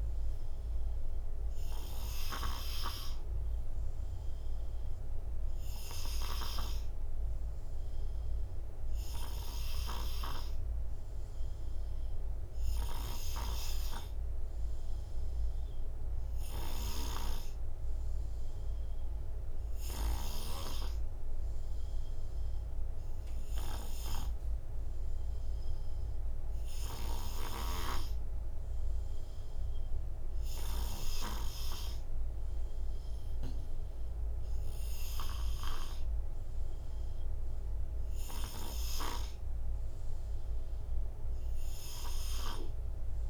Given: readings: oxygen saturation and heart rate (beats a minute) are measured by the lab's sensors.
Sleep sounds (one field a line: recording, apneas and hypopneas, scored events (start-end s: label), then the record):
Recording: breathing in sleep by a room microphone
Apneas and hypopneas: none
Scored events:
0.00-5.00 s: oxygen desaturation (device-marked, oxygen 88% lowest, heart rate 59 extreme)
16.50-20.50 s: snoring (device-marked)
19.00-36.00 s: oxygen desaturation (device-marked, oxygen 90% before, 87% lowest, heart rate 62 before, 60 extreme)
From the record:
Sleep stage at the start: N2 (light sleep)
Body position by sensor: on the right side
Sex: male